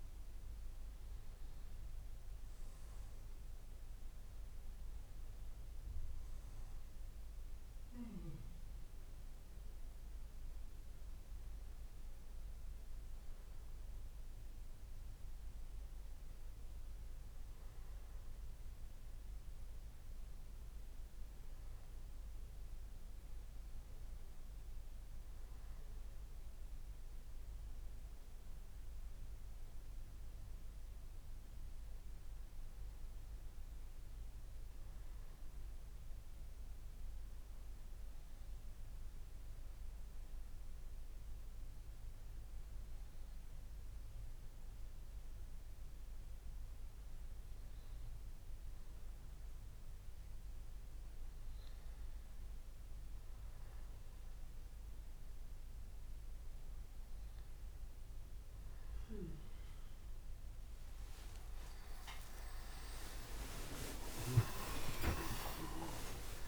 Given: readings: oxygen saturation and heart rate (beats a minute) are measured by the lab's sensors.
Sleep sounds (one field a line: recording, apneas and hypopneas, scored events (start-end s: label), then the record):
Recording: breathing in sleep by a room microphone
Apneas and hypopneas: 1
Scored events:
3.50-7.50 s: arousal
10.50-57.00 s: hypopnea (oxygen 100% before, 94% lowest)
60.50-66.47 s: new sleep stage, awake
From the record:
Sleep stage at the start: N1 (lightest sleep)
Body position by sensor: on the back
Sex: male